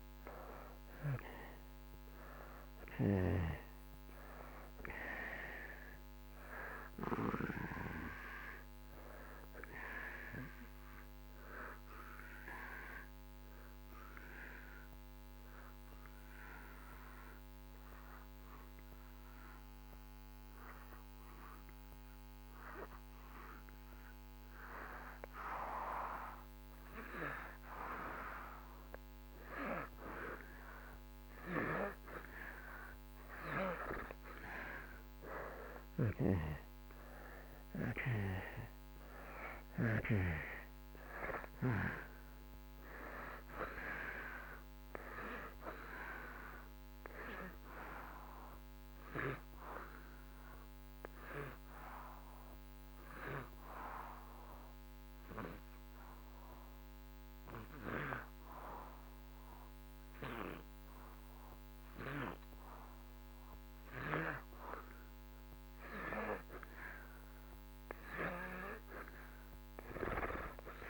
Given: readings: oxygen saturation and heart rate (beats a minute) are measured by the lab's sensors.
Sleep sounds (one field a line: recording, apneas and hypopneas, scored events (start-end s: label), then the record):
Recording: breathing in sleep by a microphone on the trachea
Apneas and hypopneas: 2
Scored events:
0.00-20.50 s: oxygen desaturation (device-marked, oxygen 82% lowest)
12.50-25.50 s: obstructive apnea (oxygen 94% before, 84% lowest)
29.00-32.50 s: arousal
34.50-63.50 s: oxygen desaturation (device-marked, oxygen 95% before, 85% lowest)
51.50-64.50 s: obstructive apnea (oxygen 95% before, 84% lowest)
64.50-69.50 s: arousal
From the record:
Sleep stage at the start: N2 (light sleep)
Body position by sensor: on the back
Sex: male